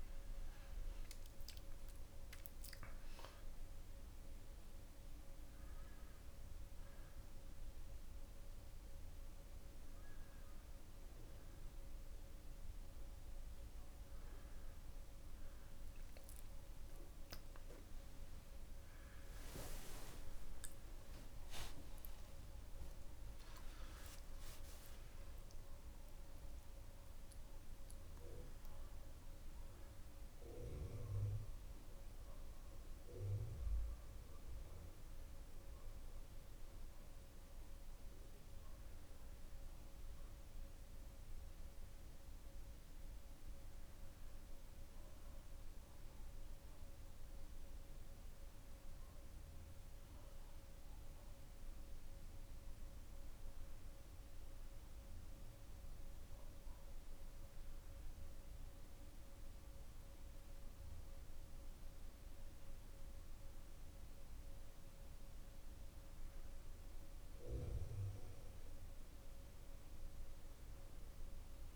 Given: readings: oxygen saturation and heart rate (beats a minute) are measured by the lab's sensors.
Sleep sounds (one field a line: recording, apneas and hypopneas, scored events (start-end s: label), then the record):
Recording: breathing in sleep, hard to hear, by a room microphone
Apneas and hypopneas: none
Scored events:
none scored
From the record:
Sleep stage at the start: N2 (light sleep)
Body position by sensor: on the back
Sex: male